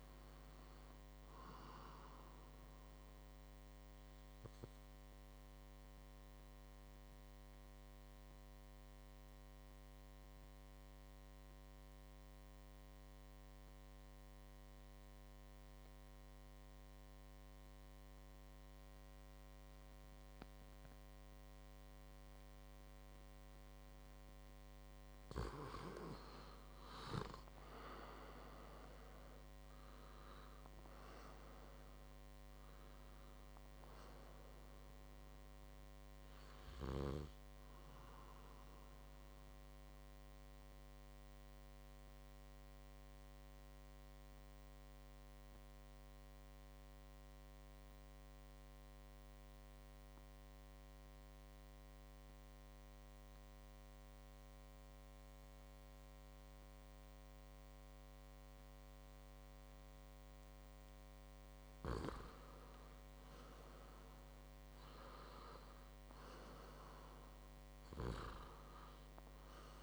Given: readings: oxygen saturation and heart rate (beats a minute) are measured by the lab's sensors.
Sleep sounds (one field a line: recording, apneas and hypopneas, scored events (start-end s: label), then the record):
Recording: breathing in sleep by a microphone on the trachea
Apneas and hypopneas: 2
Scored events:
7.00-24.50 s: mixed apnea (oxygen 97% before, 91% lowest, heart rate 63 before, 50 extreme, up 7 after)
25.50-51.50 s: oxygen desaturation (device-marked, oxygen 98% before, 91% lowest, heart rate 56 before, 50 extreme)
26.00-30.50 s: arousal
42.50-62.00 s: mixed apnea (oxygen 98% before, 90% lowest, heart rate 58 before, 52 extreme, up 6 after)
63.50-67.00 s: arousal
66.50-69.83 s: oxygen desaturation (device-marked, oxygen 99% before, 92% lowest, heart rate 56 before, 54 extreme)
From the record:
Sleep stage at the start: N2 (light sleep)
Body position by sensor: on the back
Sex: male